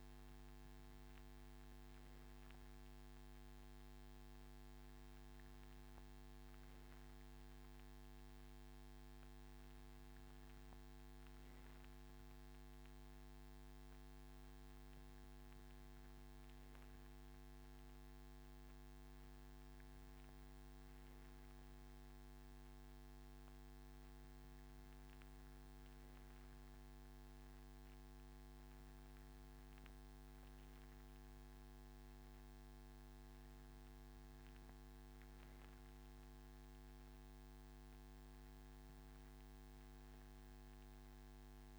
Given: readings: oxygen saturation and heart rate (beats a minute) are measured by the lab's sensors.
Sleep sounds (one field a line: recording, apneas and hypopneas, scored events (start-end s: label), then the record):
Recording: breathing in sleep, hard to hear, by a microphone on the trachea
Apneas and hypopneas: none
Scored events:
none scored
From the record:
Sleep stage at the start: N3 (deep sleep)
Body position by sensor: on the right side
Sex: male